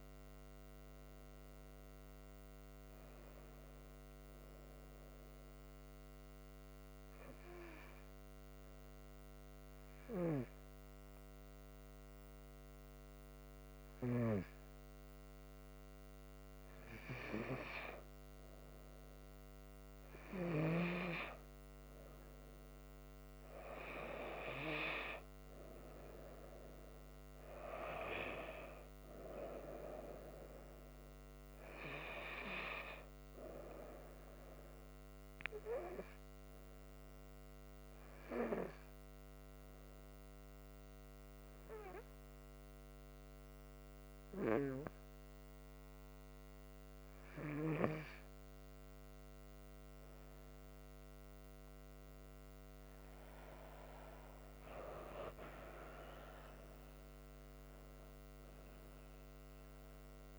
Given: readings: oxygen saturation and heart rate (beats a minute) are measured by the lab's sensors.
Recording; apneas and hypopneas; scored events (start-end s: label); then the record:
breathing in sleep by a microphone on the trachea; 2
5.50-19.00 s: hypopnea (oxygen 96% before, 93% lowest, heart rate 68 before, 66 extreme, up 2 after)
21.50-24.50 s: arousal
35.00-50.50 s: hypopnea (oxygen 96% before, 93% lowest, heart rate 68 before, 65 extreme, up 5 after)
53.00-57.00 s: arousal
From the record:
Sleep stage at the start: N2 (light sleep); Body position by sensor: on the front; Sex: female